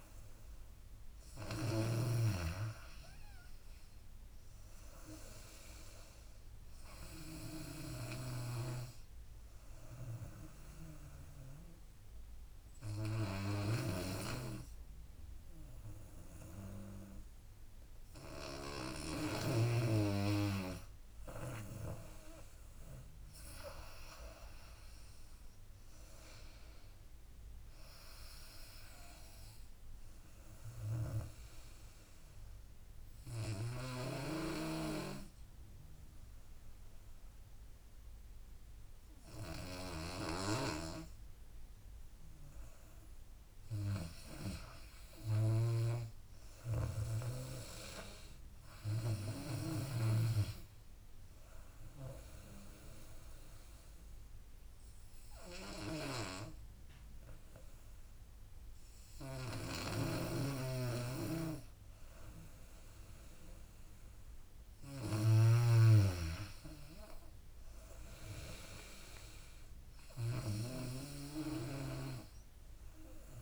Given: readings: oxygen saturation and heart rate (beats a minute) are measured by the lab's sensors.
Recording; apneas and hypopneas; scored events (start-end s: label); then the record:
breathing in sleep by a room microphone; 3
0.00-2.00 s: snoring (device-marked)
2.00-5.50 s: arousal
8.00-19.50 s: snoring (device-marked)
9.50-20.50 s: obstructive apnea (oxygen 96% before, 93% lowest, heart rate 80 before, 73 extreme, up 5 after)
22.50-26.00 s: arousal
27.00-34.00 s: oxygen desaturation (device-marked, oxygen 96% before, 93% lowest, heart rate 82 before, 73 extreme)
31.00-41.50 s: obstructive apnea (oxygen 96% before, 93% lowest, heart rate 83 before, 73 extreme, up 9 after)
44.50-48.00 s: arousal
45.50-50.00 s: snoring (device-marked)
51.00-62.50 s: obstructive apnea (oxygen 96% before, 93% lowest, heart rate 78 before, 72 extreme, up 5 after)
60.00-65.50 s: snoring (device-marked)
65.50-69.00 s: arousal
68.00-73.42 s: drop in pulse transit time (device-marked, heart rate 79 before, 77 extreme)
70.00-73.42 s: oxygen desaturation (device-marked, oxygen 96% before, 93% lowest, heart rate 79 before, 72 extreme)
From the record:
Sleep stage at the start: N2 (light sleep); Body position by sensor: on the back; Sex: female